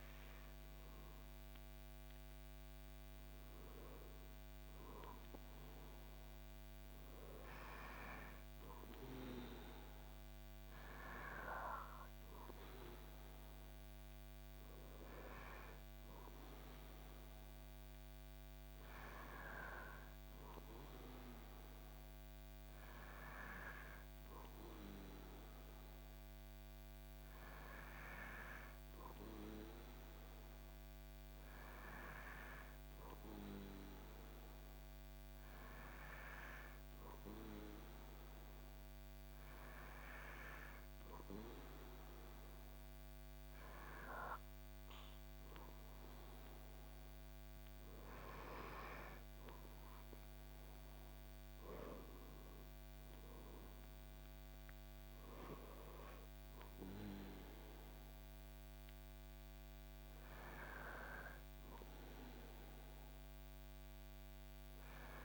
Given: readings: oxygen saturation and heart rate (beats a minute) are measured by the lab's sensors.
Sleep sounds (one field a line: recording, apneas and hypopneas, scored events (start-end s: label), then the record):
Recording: breathing in sleep by a microphone on the trachea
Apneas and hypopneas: none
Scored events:
none scored
From the record:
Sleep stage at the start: N2 (light sleep)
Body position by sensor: on the back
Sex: male